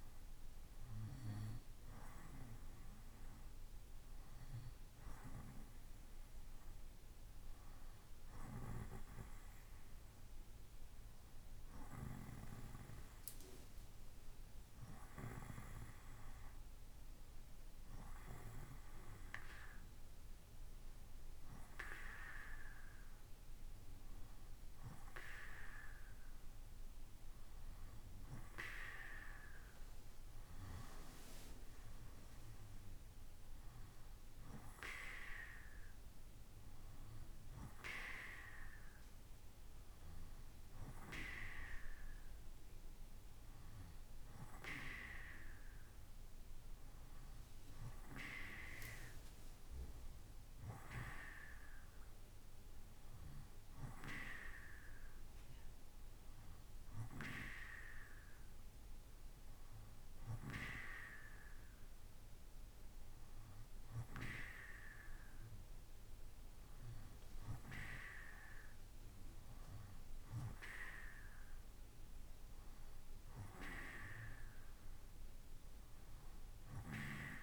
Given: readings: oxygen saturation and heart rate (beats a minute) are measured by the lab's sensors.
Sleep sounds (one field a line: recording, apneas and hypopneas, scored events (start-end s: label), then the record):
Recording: breathing in sleep by a room microphone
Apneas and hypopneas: none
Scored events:
none scored
From the record:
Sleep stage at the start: N2 (light sleep)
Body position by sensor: on the right side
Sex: male